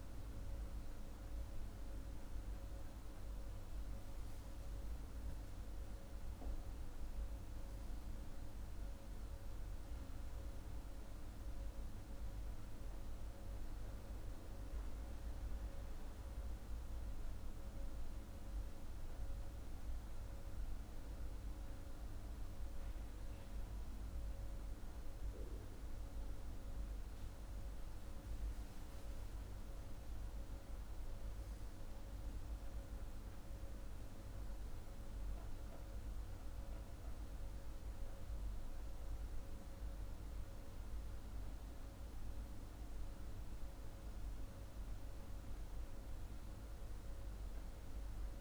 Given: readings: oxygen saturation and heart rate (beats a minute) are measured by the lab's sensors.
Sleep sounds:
breathing in sleep, hard to hear, by a room microphone; none
none scored
From the record:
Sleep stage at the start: N2 (light sleep); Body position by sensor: on the back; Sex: male

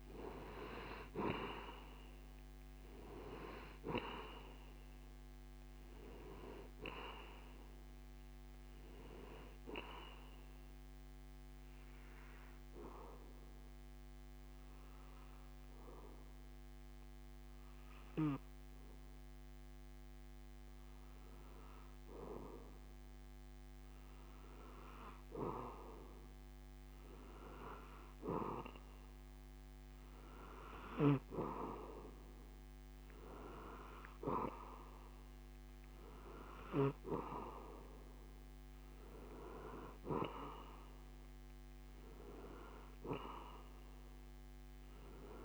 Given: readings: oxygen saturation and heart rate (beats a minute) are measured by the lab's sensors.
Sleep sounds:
breathing in sleep by a microphone on the trachea; 1
10.50-21.00 s: obstructive apnea (oxygen 96% before, 92% lowest)
23.50-27.50 s: arousal
39.00-43.00 s: arousal
From the record:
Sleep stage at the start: N2 (light sleep); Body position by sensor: on the back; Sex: male

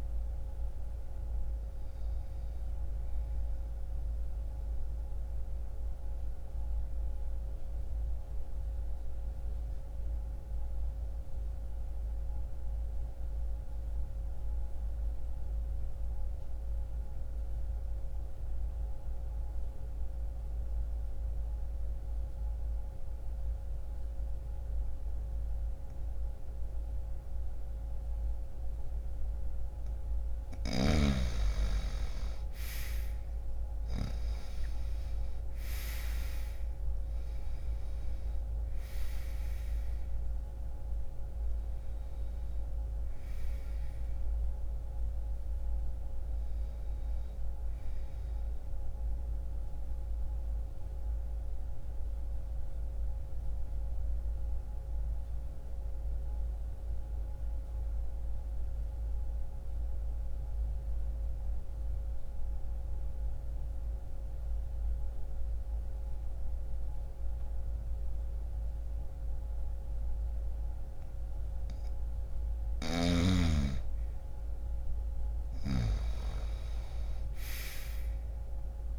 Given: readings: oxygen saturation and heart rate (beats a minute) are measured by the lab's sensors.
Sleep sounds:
breathing in sleep by a room microphone; 2
0.00-10.00 s: oxygen desaturation (device-marked, oxygen 81% lowest, heart rate 60 extreme)
4.00-29.00 s: mixed apnea (oxygen 98% before, 81% lowest, heart rate 60 before, 59 extreme, up 2 after)
4.00-78.99 s: new sleep stage, N2 (light sleep)
29.00-65.00 s: oxygen desaturation (device-marked, oxygen 98% before, 81% lowest, heart rate 61 before, 59 extreme)
30.50-34.50 s: arousal
49.50-71.50 s: obstructive apnea (oxygen 98% before, 81% lowest, heart rate 62 before, 59 extreme, up 0 after)
73.50-77.50 s: arousal
From the record:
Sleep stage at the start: N1 (lightest sleep); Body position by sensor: on the right side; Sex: male

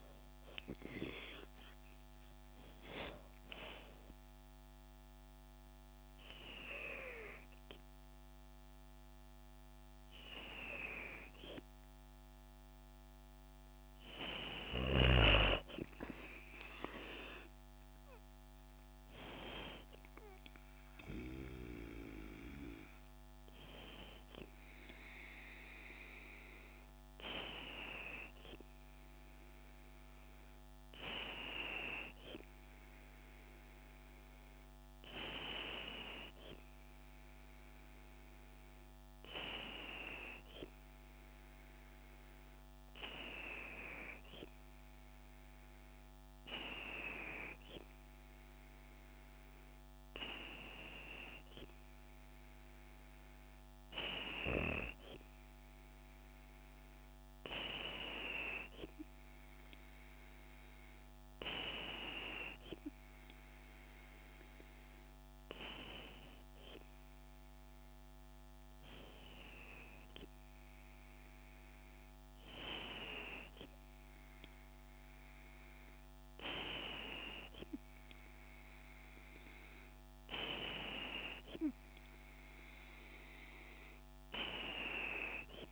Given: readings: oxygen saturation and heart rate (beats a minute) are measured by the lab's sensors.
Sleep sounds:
breathing in sleep by a microphone on the trachea; none
none scored
From the record:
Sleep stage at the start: N2 (light sleep); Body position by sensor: on the back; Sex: female

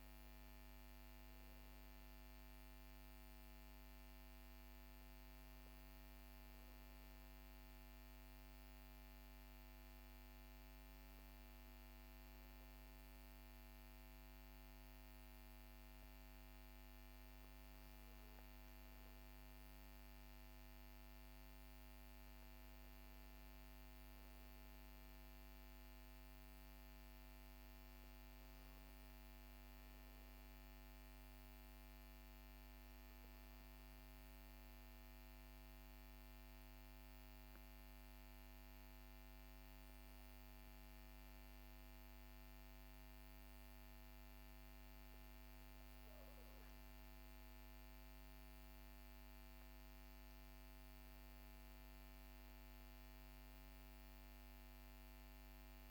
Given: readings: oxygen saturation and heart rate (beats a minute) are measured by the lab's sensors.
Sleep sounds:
breathing in sleep, hard to hear, by a microphone on the trachea; 1
34.50-48.50 s: obstructive apnea (oxygen 97% before, 92% lowest, heart rate 49 before, 42 extreme, up 6 after)
50.50-54.50 s: arousal
From the record:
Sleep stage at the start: N2 (light sleep); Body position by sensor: on the back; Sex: male

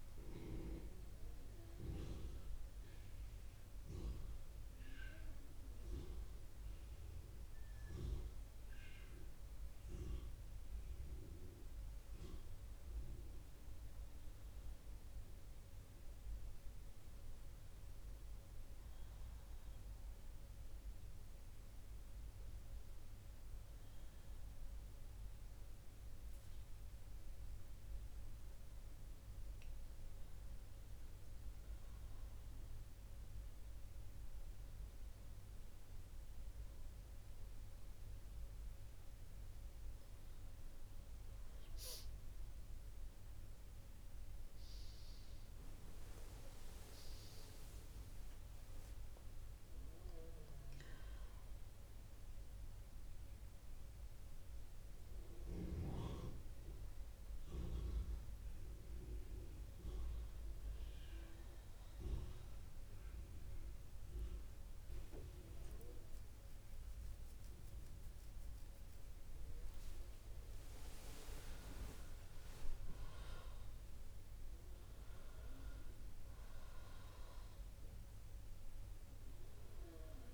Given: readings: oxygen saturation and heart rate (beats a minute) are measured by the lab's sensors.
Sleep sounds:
breathing in sleep by a room microphone; none
65.00-69.00 s: arousal
78.50-80.34 s: oxygen desaturation (device-marked, oxygen 94% before, 88% lowest, heart rate 71 before, 63 extreme)
From the record:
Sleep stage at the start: N2 (light sleep); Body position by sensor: on the right side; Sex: female

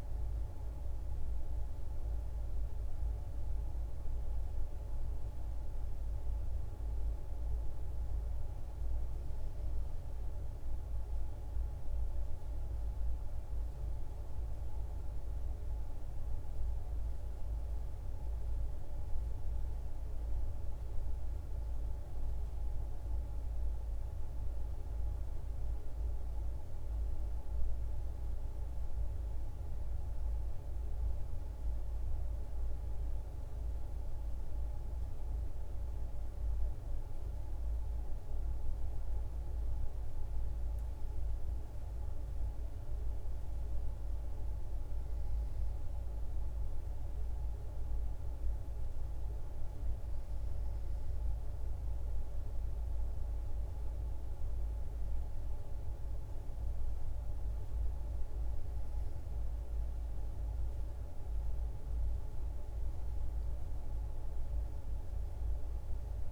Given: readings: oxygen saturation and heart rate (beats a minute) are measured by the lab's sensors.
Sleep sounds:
breathing in sleep, hard to hear, by a room microphone; none
none scored
From the record:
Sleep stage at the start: N2 (light sleep); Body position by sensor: on the back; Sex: female

